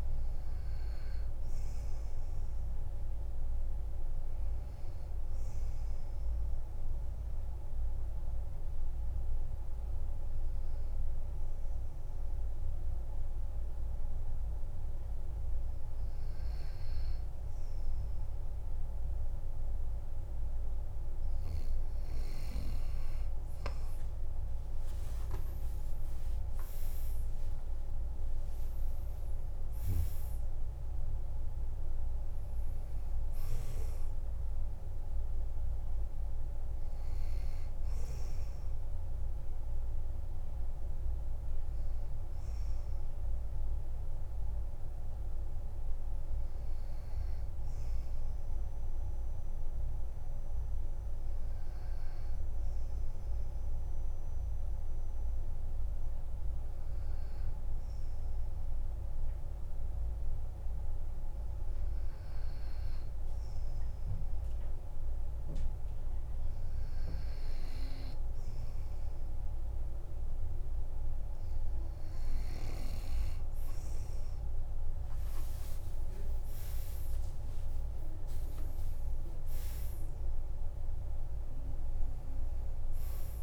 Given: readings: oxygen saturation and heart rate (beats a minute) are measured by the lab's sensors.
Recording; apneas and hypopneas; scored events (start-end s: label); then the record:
breathing in sleep, hard to hear, by a room microphone; 2
0.00-9.50 s: oxygen desaturation (device-marked, oxygen 92% lowest, heart rate 46 extreme)
6.00-21.50 s: obstructive apnea (oxygen 98% before, 94% lowest, heart rate 53 before, 47 extreme, up 16 after)
24.50-28.00 s: arousal
27.50-51.50 s: oxygen desaturation (device-marked, oxygen 98% before, 94% lowest, heart rate 51 before, 46 extreme)
48.50-68.00 s: hypopnea (oxygen 98% before, 94% lowest, heart rate 53 before, 48 extreme, up 7 after)
72.50-83.43 s: oxygen desaturation (device-marked, oxygen 98% before, 94% lowest, heart rate 50 before, 47 extreme)
75.50-80.50 s: arousal
From the record:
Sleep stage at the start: N2 (light sleep); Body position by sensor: on the back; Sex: male